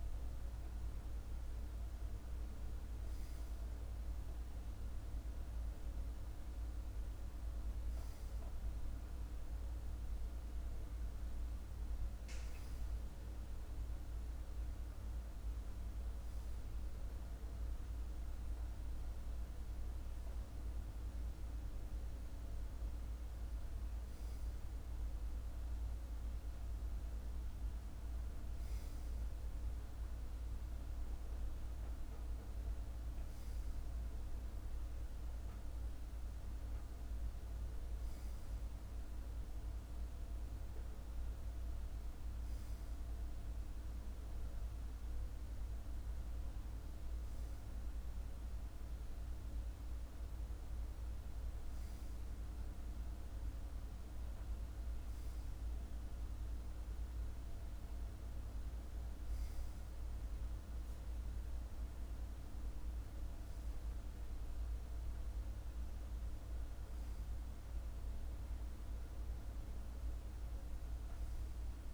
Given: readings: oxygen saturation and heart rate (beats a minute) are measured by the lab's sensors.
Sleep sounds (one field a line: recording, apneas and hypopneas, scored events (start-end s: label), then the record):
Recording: breathing in sleep, hard to hear, by a room microphone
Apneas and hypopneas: none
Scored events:
65.00-71.94 s: new sleep stage, N2 (light sleep)
From the record:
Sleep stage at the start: REM sleep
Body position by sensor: on the left side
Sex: male